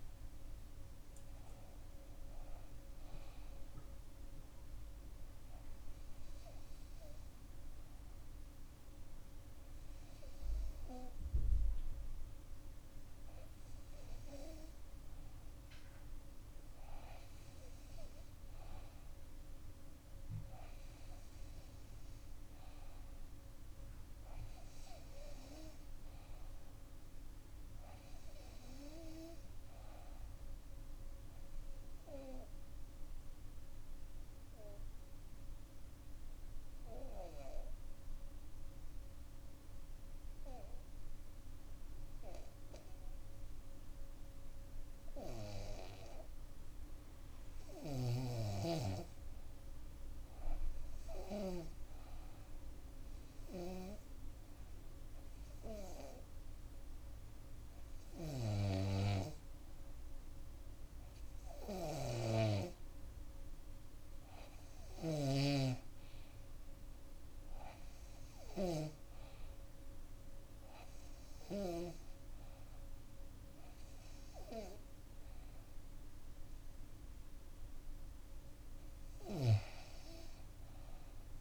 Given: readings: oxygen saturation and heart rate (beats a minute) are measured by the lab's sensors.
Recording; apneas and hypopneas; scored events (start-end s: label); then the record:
breathing in sleep by a room microphone; 2
0.00-5.50 s: oxygen desaturation (device-marked, oxygen 93% lowest, heart rate 60 extreme)
4.50-15.00 s: obstructive apnea (oxygen 97% before, 92% lowest, heart rate 67 before, 59 extreme, up 8 after)
17.50-21.00 s: arousal
32.00-47.50 s: obstructive apnea (oxygen 97% before, 92% lowest, heart rate 66 before, 55 extreme, up 2 after)
35.50-58.50 s: bradycardia (device-marked, heart rate 66 before, 55 extreme)
48.50-52.00 s: arousal
60.50-81.41 s: oxygen desaturation (device-marked, oxygen 96% before, 92% lowest, heart rate 56 before, 64 extreme)
64.50-71.50 s: snoring (device-marked)
77.00-81.41 s: arousal
From the record:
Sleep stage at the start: REM sleep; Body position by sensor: on the back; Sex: female